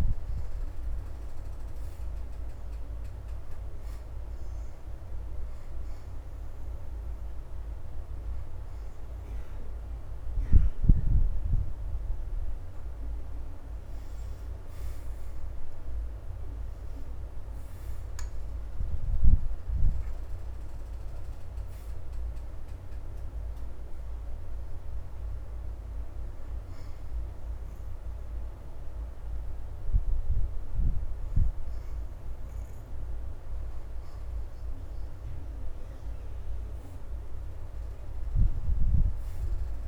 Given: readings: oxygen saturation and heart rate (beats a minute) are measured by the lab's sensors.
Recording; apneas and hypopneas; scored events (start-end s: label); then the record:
breathing in sleep, hard to hear, by a room microphone; 1
0.00-8.00 s: oxygen desaturation (device-marked, oxygen 70% lowest, heart rate 75 extreme)
4.50-15.50 s: hypopnea (oxygen 86% before, 76% lowest, heart rate 78 before, 73 extreme, up 5 after)
10.00-27.00 s: oxygen desaturation (device-marked, oxygen 85% before, 79% lowest, heart rate 79 before, 73 extreme)
17.50-20.50 s: arousal
29.00-39.00 s: oxygen desaturation (device-marked, oxygen 85% before, 78% lowest, heart rate 80 before, 73 extreme)
From the record:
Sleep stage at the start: N2 (light sleep); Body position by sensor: on the back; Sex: female